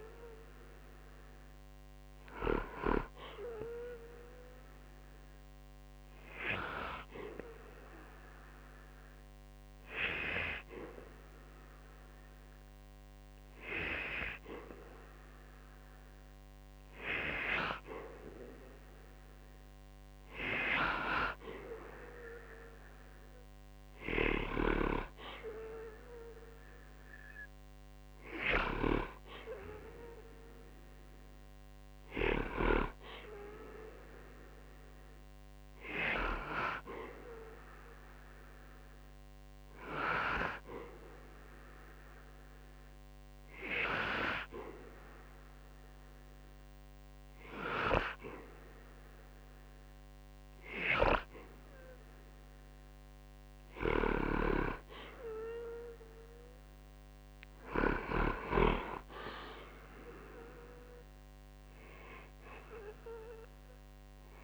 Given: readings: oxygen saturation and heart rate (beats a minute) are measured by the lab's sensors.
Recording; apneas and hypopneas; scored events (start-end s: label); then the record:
breathing in sleep by a microphone on the trachea; none
60.00-64.44 s: arousal
From the record:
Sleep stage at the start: N2 (light sleep); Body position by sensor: on the back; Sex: male